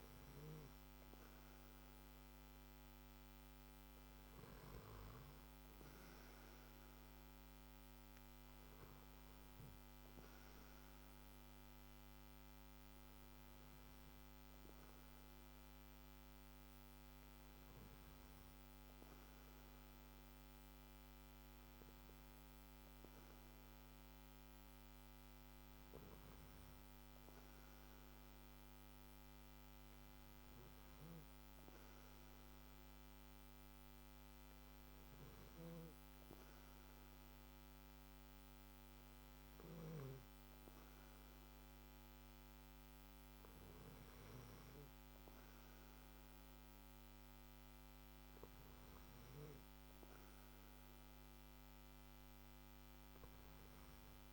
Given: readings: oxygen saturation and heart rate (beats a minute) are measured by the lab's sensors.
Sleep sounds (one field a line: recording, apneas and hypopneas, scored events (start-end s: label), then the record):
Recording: breathing in sleep, hard to hear, by a microphone on the trachea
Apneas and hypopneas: none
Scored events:
none scored
From the record:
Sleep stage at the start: N3 (deep sleep)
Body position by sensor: on the back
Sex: male